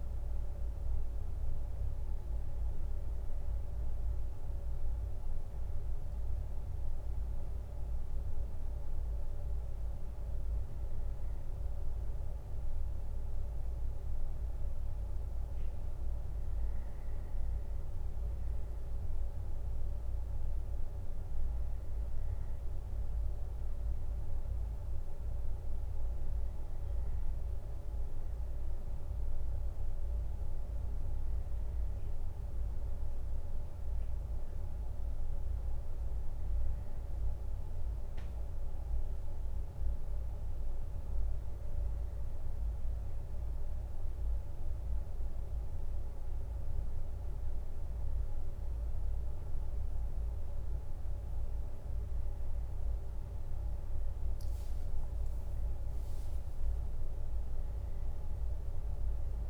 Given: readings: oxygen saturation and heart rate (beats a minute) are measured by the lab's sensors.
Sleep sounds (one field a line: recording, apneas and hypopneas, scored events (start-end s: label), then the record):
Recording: breathing in sleep, hard to hear, by a room microphone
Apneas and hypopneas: none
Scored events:
54.00-55.50 s: leg movement (device-marked)
56.50-59.50 s: arousal
From the record:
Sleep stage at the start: N1 (lightest sleep)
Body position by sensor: on the left side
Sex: male